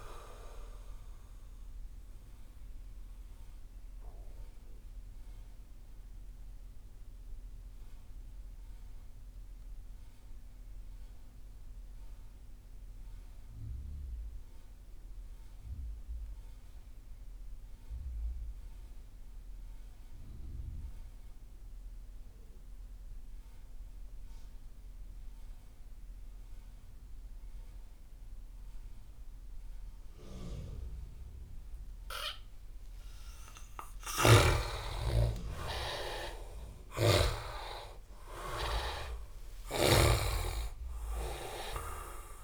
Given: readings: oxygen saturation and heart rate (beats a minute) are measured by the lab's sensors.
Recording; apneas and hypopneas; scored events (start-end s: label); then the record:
breathing in sleep by a room microphone; 1
0.00-15.50 s: oxygen desaturation (device-marked, oxygen 69% lowest)
1.50-33.50 s: mixed apnea (oxygen 93% before, 69% lowest)
15.50-42.44 s: new sleep stage, N2 (light sleep)
27.50-42.44 s: oxygen desaturation (device-marked, oxygen 98% before, 81% lowest)
33.50-37.00 s: snoring (device-marked)
34.50-39.00 s: arousal
From the record:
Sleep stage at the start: REM sleep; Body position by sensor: on the back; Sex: male